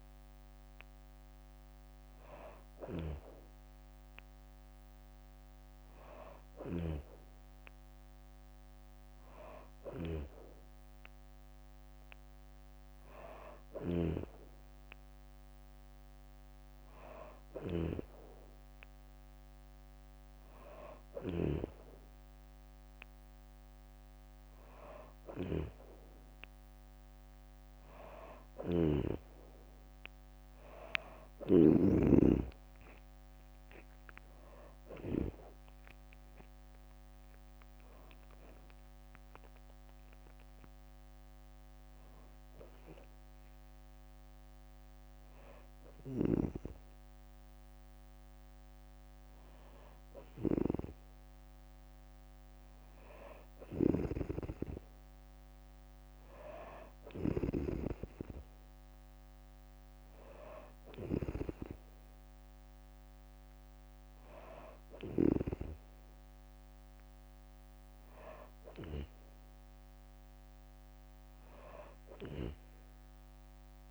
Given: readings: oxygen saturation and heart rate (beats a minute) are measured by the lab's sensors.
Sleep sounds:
breathing in sleep by a microphone on the trachea; 1
0.00-31.50 s: snoring (device-marked)
31.00-44.00 s: drop in pulse transit time (device-marked, heart rate 69 before, 69 extreme)
31.50-35.00 s: arousal
40.50-51.00 s: hypopnea (oxygen 94% before, 92% lowest, heart rate 71 before, 66 extreme, up 2 after)
45.50-65.00 s: snoring (device-marked)
53.50-57.50 s: arousal
From the record:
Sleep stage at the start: N2 (light sleep); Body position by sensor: on the back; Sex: female

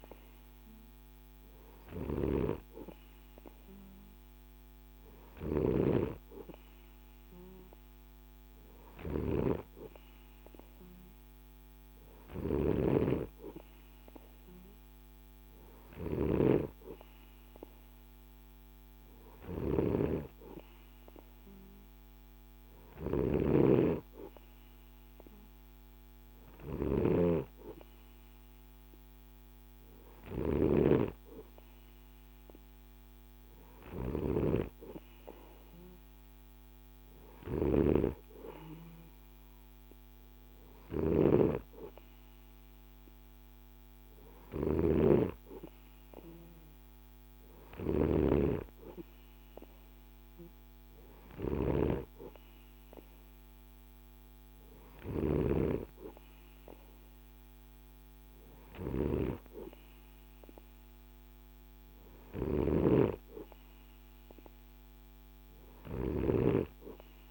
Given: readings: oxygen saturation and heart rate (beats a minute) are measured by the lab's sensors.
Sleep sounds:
breathing in sleep by a microphone on the trachea; none
0.00-67.31 s: snoring (device-marked)
From the record:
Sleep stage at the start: N2 (light sleep); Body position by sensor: on the right side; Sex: male

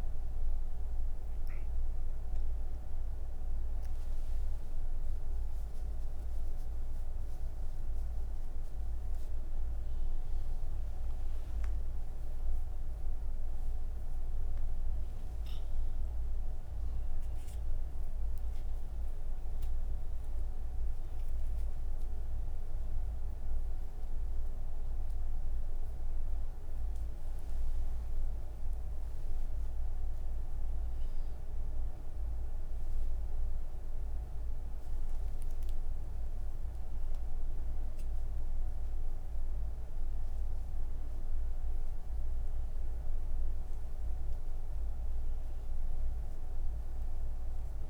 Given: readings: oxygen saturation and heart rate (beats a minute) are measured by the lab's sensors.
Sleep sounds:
breathing in sleep, hard to hear, by a room microphone; none
none scored
From the record:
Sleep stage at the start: N2 (light sleep); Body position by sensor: on the right side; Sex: female

